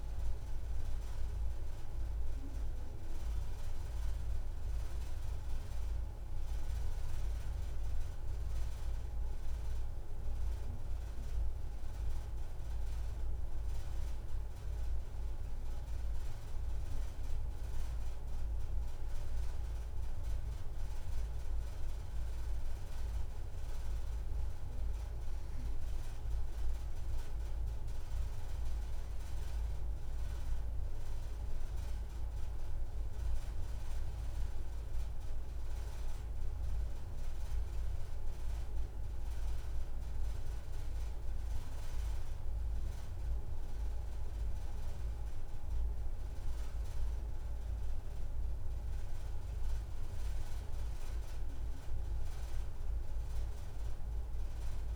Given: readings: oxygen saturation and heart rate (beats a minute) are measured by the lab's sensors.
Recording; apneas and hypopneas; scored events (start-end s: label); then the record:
breathing in sleep, hard to hear, by a room microphone; none
none scored
From the record:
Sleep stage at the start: N2 (light sleep); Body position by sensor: on the back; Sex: female